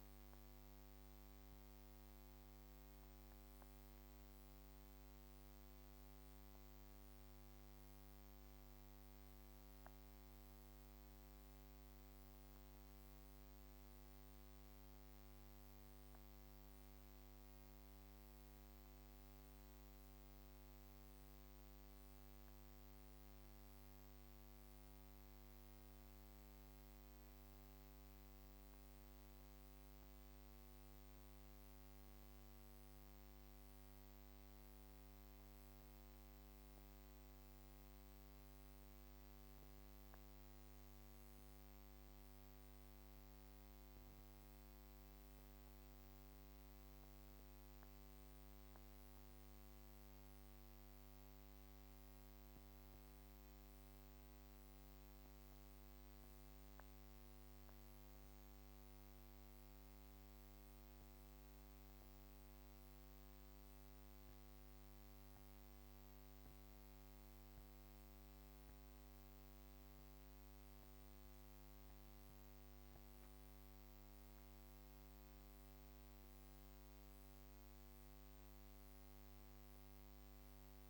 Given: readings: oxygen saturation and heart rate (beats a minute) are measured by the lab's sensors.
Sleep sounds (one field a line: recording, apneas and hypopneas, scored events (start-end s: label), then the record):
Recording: breathing in sleep, hard to hear, by a microphone on the trachea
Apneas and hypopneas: 1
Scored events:
0.00-14.00 s: oxygen desaturation (device-marked, oxygen 92% lowest)
60.50-74.50 s: central apnea (oxygen 98% before, 94% lowest)
77.00-80.00 s: arousal
From the record:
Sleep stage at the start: N2 (light sleep)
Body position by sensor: on the back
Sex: female